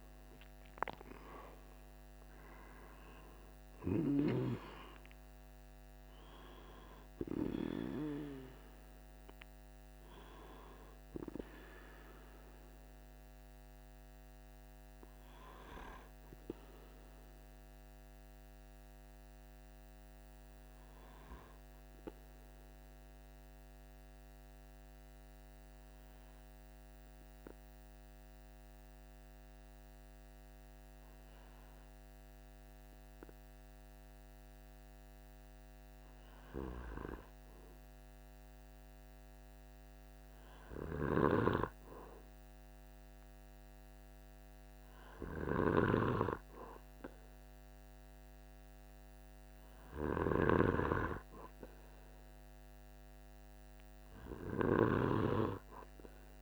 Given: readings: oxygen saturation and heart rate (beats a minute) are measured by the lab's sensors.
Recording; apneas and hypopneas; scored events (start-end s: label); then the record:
breathing in sleep by a microphone on the trachea; 1
0.00-1.00 s: arousal
22.00-35.50 s: obstructive apnea (oxygen 95% before, 94% lowest, heart rate 48 before, 46 extreme, up 1 after)
36.00-40.00 s: arousal
40.00-45.50 s: snoring (device-marked)
54.00-56.42 s: snoring (device-marked)
From the record:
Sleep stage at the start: N2 (light sleep); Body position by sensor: on the back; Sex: male